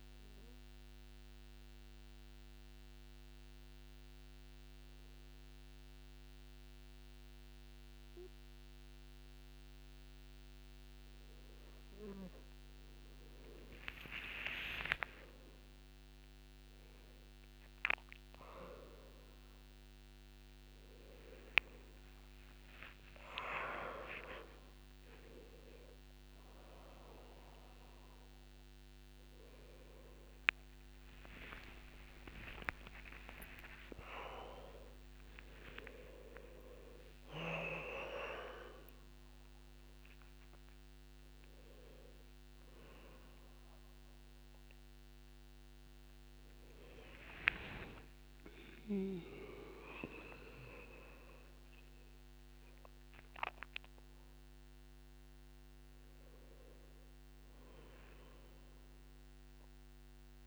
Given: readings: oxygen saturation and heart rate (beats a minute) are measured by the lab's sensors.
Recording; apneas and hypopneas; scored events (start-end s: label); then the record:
a person awake in a sleep study, by a microphone on the trachea; 1
0.00-10.50 s: oxygen desaturation (device-marked, oxygen 93% lowest, heart rate 55 extreme)
0.50-13.00 s: obstructive apnea (oxygen 100% before, 92% lowest, heart rate 58 before, 55 extreme, up 28 after)
10.50-60.47 s: new sleep stage, awake
15.50-17.50 s: long interval between heartbeats (device-marked, heart rate 57 before, 77 extreme)
18.50-37.50 s: oxygen desaturation (device-marked, oxygen 98% before, 92% lowest, heart rate 61 before, 74 extreme)
22.00-24.00 s: long interval between heartbeats (device-marked, heart rate 64 before, 83 extreme)
25.50-27.50 s: long interval between heartbeats (device-marked, heart rate 73 before, 127 extreme)
31.00-33.00 s: long interval between heartbeats (device-marked, heart rate 89 before, 105 extreme)
33.00-35.00 s: long interval between heartbeats (device-marked, heart rate 94 before, 109 extreme)
37.00-39.00 s: long interval between heartbeats (device-marked, heart rate 103 before, 106 extreme)
From the record:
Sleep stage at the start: N2 (light sleep); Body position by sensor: on the back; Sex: male